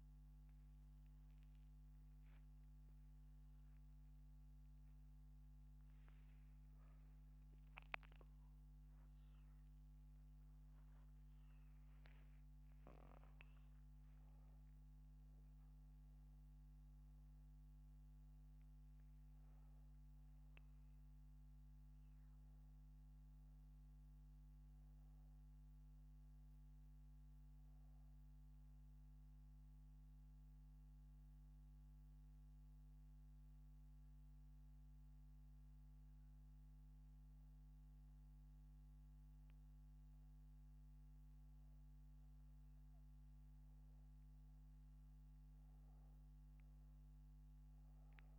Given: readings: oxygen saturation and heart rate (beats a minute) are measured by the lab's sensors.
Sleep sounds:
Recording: a person partly awake in a sleep study, hard to hear, by a microphone on the trachea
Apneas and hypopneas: 1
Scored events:
8.00-48.39 s: new sleep stage, N1 (lightest sleep)
34.00-44.00 s: hypopnea (oxygen 96% before, 93% lowest, heart rate 82 before, 76 extreme, up 5 after)
46.50-48.39 s: arousal
From the record:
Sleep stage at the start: awake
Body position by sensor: upright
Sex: male

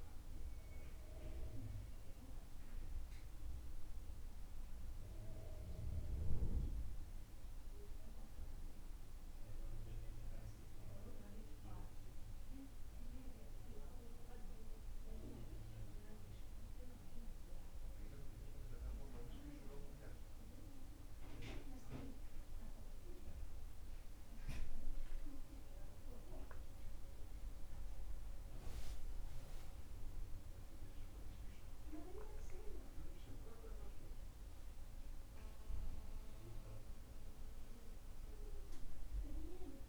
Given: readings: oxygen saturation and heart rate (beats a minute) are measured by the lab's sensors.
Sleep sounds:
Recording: breathing in sleep by a room microphone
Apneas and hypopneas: none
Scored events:
23.00-28.50 s: arousal
From the record:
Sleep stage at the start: N2 (light sleep)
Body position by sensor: on the back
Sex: male

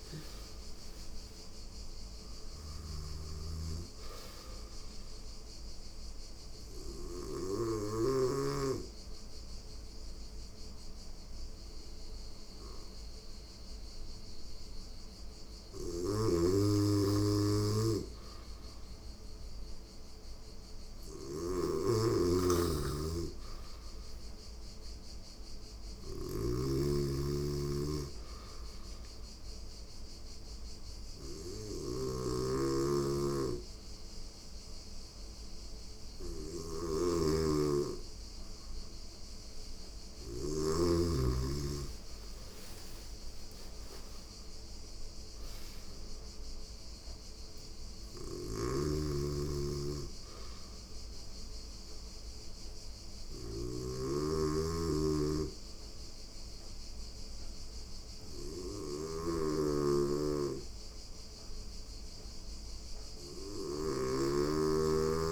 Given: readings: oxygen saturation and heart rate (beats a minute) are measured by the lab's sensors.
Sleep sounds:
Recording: breathing in sleep by a room microphone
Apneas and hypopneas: 2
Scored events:
0.00-1.00 s: arousal
0.00-7.00 s: snoring (device-marked)
3.00-22.00 s: oxygen desaturation (device-marked, oxygen 96% before, 90% lowest, heart rate 89 before, 87 extreme)
5.00-15.00 s: obstructive apnea (oxygen 96% before, 90% lowest, heart rate 89 before, 87 extreme, up 0 after)
15.00-40.00 s: snoring (device-marked)
17.00-21.50 s: arousal
28.00-38.50 s: hypopnea (oxygen 97% before, 90% lowest, heart rate 88 before, 87 extreme, up 4 after)
32.00-37.00 s: oxygen desaturation (device-marked, oxygen 97% before, 91% lowest, heart rate 89 before, 87 extreme)
40.50-44.00 s: arousal
47.50-65.32 s: snoring (device-marked)
From the record:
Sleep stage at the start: N2 (light sleep)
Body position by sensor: on the right side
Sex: female

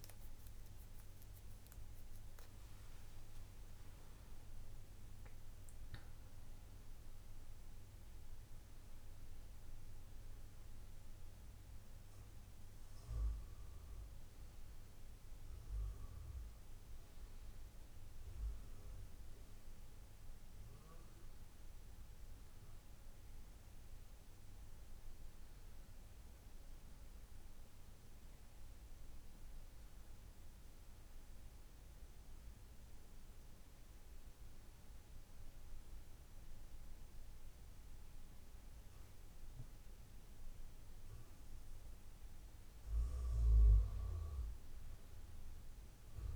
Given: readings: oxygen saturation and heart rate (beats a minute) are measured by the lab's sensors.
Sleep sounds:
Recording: breathing in sleep, hard to hear, by a room microphone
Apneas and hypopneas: none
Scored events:
39.00-46.36 s: new sleep stage, N2 (light sleep)
From the record:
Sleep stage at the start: N1 (lightest sleep)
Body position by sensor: on the back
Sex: male

